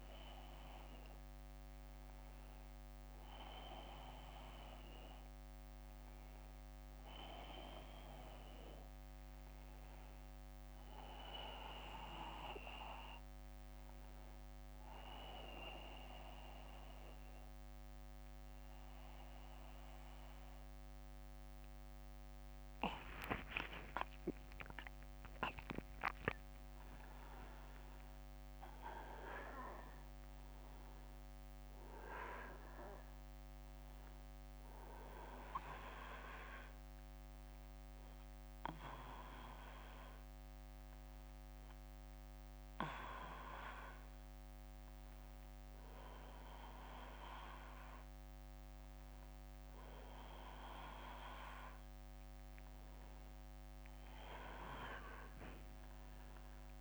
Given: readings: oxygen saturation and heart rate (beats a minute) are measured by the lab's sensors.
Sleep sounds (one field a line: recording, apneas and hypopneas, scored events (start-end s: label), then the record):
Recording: breathing in sleep by a microphone on the trachea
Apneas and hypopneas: 2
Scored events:
15.00-25.50 s: obstructive apnea (oxygen 97% before, 94% lowest, heart rate 65 before, 62 extreme, up 14 after)
27.50-31.00 s: arousal
38.00-50.50 s: hypopnea (oxygen 96% before, 94% lowest, heart rate 71 before, 62 extreme, up 4 after)
From the record:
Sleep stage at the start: N1 (lightest sleep)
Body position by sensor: on the back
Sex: male